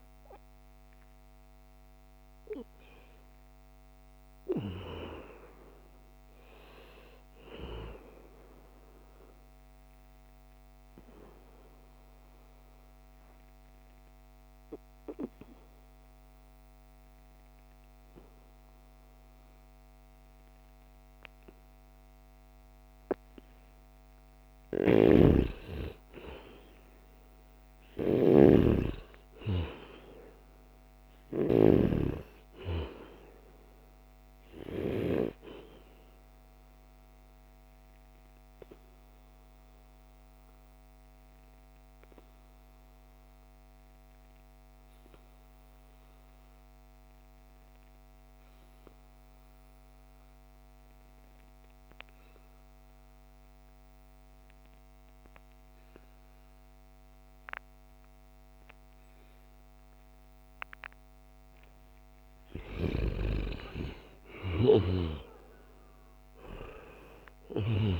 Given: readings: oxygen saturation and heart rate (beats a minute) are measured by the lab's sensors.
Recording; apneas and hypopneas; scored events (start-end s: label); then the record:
breathing in sleep by a microphone on the trachea; 2
9.50-23.00 s: obstructive apnea (oxygen 97% before, 88% lowest, heart rate 75 before, 74 extreme, up 2 after)
25.00-30.00 s: arousal
25.00-32.00 s: snoring (device-marked)
31.00-45.00 s: oxygen desaturation (device-marked, oxygen 95% before, 91% lowest, heart rate 76 before, 68 extreme)
36.50-63.00 s: obstructive apnea (oxygen 95% before, 88% lowest, heart rate 76 before, 68 extreme, up 10 after)
61.00-67.99 s: oxygen desaturation (device-marked, oxygen 96% before, 88% lowest, heart rate 72 before, 72 extreme)
64.00-66.00 s: long interval between heartbeats (device-marked, heart rate 71 before, 72 extreme)
64.00-67.99 s: arousal
From the record:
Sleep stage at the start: N2 (light sleep); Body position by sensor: on the right side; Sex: male